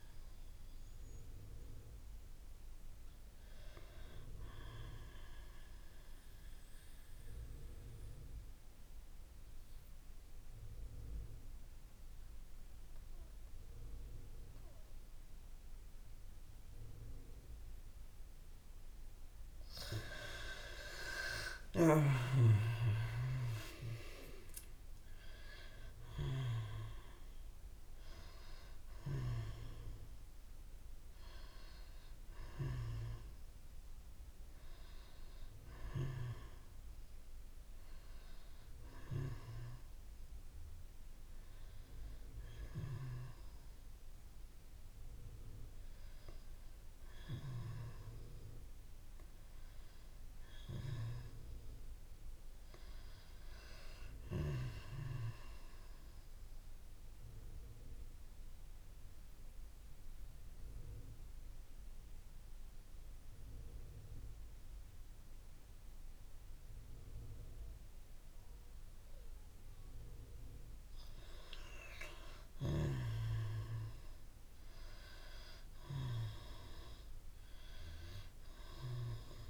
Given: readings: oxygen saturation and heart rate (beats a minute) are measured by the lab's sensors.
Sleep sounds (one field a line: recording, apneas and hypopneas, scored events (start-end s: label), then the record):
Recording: breathing in sleep by a room microphone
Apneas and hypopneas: 2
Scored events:
0.00-8.50 s: oxygen desaturation (device-marked, oxygen 89% lowest)
6.00-18.50 s: central apnea (oxygen 96% before, 85% lowest)
20.50-23.50 s: arousal
25.50-45.50 s: oxygen desaturation (device-marked, oxygen 96% before, 85% lowest)
49.00-52.00 s: arousal
55.50-70.50 s: central apnea (oxygen 98% before, 81% lowest)
72.00-75.50 s: arousal
76.50-79.50 s: oxygen desaturation (device-marked, oxygen 96% before, 88% lowest)
From the record:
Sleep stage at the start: N2 (light sleep)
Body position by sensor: on the back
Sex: female